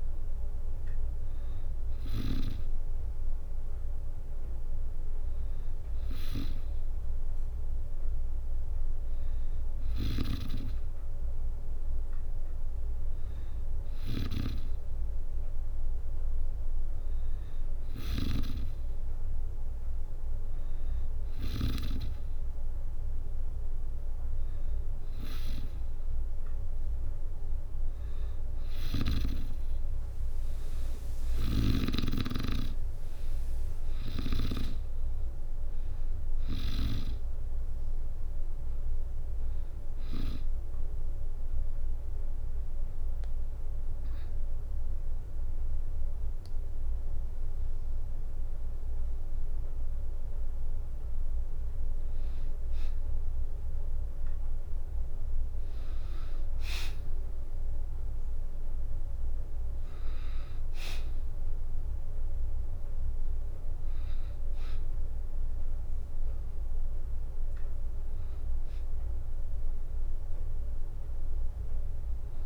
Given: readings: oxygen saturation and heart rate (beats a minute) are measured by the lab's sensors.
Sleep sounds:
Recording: breathing in sleep by a room microphone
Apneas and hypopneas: 1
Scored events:
9.50-21.50 s: snoring (device-marked)
28.00-31.50 s: snoring (device-marked)
29.50-33.00 s: arousal
39.50-50.50 s: hypopnea (oxygen 96% before, 91% lowest, heart rate 69 before, 62 extreme, up 1 after)
54.00-57.50 s: arousal
62.00-72.46 s: oxygen desaturation (device-marked, oxygen 96% before, 91% lowest, heart rate 64 before, 64 extreme)
From the record:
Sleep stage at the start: N2 (light sleep)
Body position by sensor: on the back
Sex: female

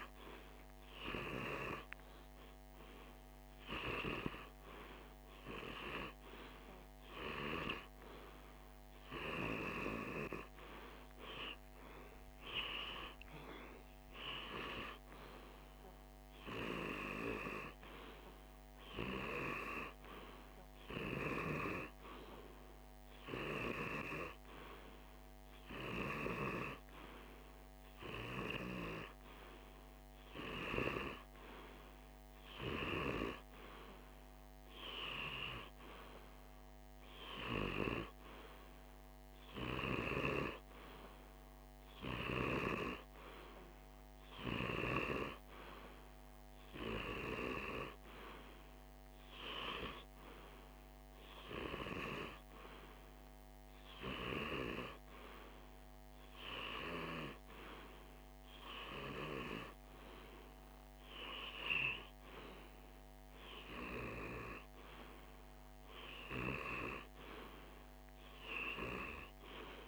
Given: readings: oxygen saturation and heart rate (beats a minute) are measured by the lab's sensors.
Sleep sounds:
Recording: breathing in sleep by a microphone on the trachea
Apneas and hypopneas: none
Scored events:
none scored
From the record:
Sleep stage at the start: REM sleep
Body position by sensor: on the left side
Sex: male

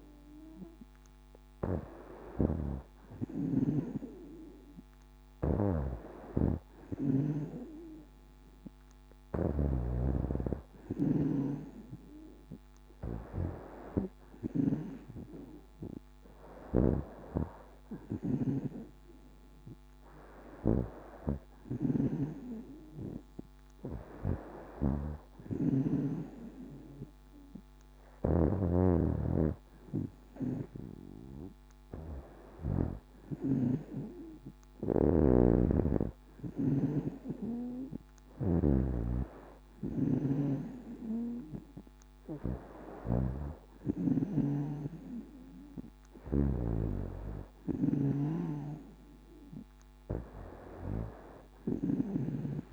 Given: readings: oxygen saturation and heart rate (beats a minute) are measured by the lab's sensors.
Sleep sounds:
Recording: breathing in sleep by a microphone on the trachea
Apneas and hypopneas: none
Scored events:
0.00-32.50 s: snoring (device-marked)
34.50-52.00 s: snoring (device-marked)
From the record:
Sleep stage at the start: N2 (light sleep)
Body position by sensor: on the back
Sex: female

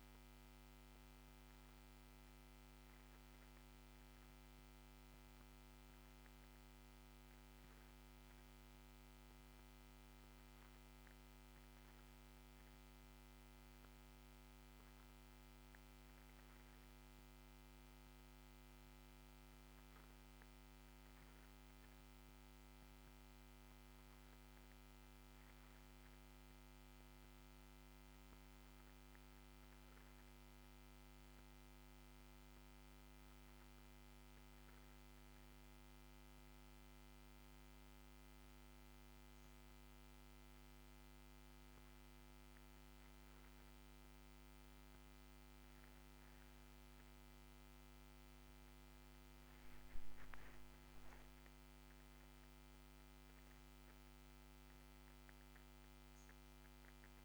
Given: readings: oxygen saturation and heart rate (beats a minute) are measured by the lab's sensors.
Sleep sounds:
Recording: breathing in sleep, hard to hear, by a microphone on the trachea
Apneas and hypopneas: none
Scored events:
48.50-51.50 s: arousal
From the record:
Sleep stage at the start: N1 (lightest sleep)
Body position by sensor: on the back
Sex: male

